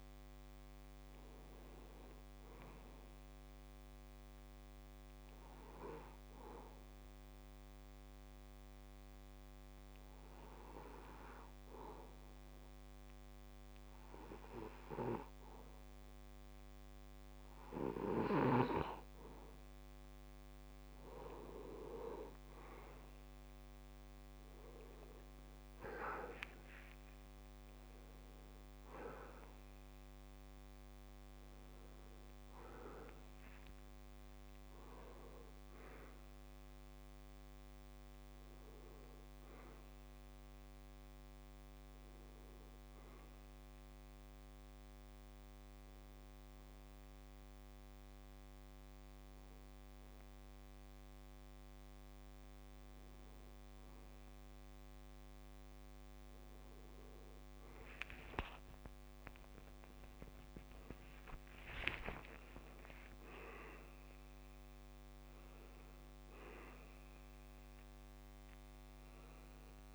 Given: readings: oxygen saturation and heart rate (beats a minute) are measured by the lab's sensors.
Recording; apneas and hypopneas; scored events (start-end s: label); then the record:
breathing in sleep by a microphone on the trachea; 2
0.00-18.00 s: oxygen desaturation (device-marked, oxygen 94% before, 91% lowest)
5.00-17.50 s: hypopnea (oxygen 95% before, 87% lowest)
26.00-47.00 s: oxygen desaturation (device-marked, oxygen 92% before, 87% lowest)
27.00-31.50 s: arousal
44.00-54.00 s: hypopnea (oxygen 92% before, 91% lowest)
58.50-63.00 s: arousal
62.00-69.95 s: oxygen desaturation (device-marked, oxygen 96% before, 91% lowest, heart rate 36 before, 29 extreme)
From the record:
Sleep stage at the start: N2 (light sleep); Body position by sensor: on the back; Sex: male